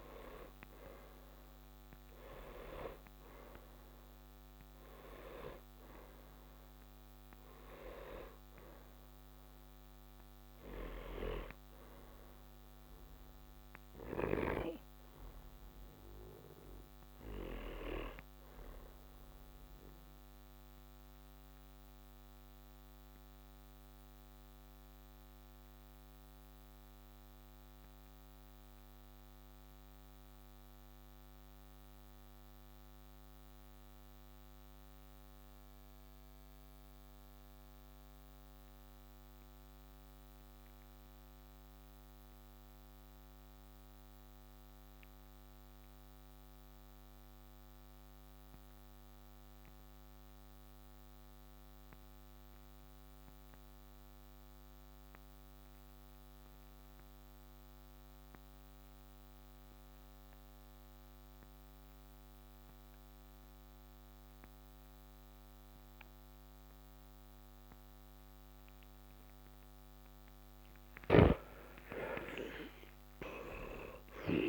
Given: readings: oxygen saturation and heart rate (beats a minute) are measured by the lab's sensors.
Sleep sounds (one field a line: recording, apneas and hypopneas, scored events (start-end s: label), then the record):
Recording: breathing in sleep by a microphone on the trachea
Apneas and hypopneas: 1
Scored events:
0.00-31.50 s: oxygen desaturation (device-marked, oxygen 87% lowest, heart rate 44 extreme)
19.50-69.00 s: mixed apnea (oxygen 95% before, 86% lowest, heart rate 63 before, 44 extreme, up 21 after)
61.50-74.49 s: oxygen desaturation (device-marked, oxygen 97% before, 86% lowest, heart rate 53 before, 48 extreme)
70.50-74.49 s: arousal
From the record:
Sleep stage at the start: N2 (light sleep)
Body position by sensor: on the back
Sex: male